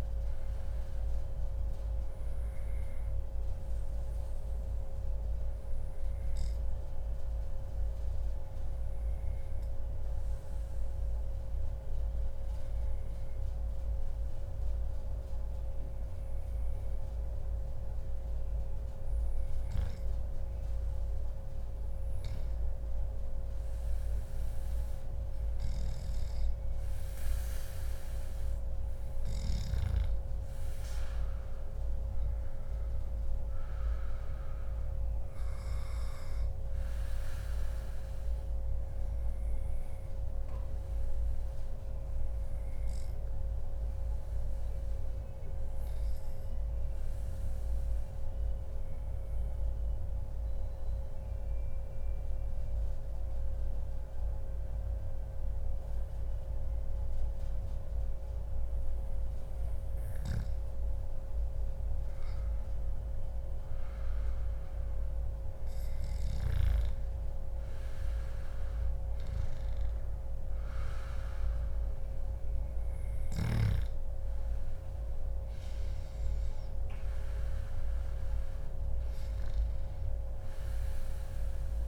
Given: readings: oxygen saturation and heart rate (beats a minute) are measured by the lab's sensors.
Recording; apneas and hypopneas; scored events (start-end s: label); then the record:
breathing in sleep, hard to hear, by a room microphone; 2
2.50-20.00 s: obstructive apnea (oxygen 96% before, 94% lowest, heart rate 132 before, 109 extreme, up 2 after)
23.50-26.50 s: arousal
37.00-59.00 s: obstructive apnea (oxygen 96% before, 94% lowest, heart rate 144 before, 109 extreme)
41.00-43.00 s: long interval between heartbeats (device-marked, heart rate 142 before, 117 extreme)
43.00-45.00 s: long interval between heartbeats (device-marked, heart rate 140 before, 109 extreme)
61.50-66.00 s: arousal
From the record:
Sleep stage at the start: N2 (light sleep); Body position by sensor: on the back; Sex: male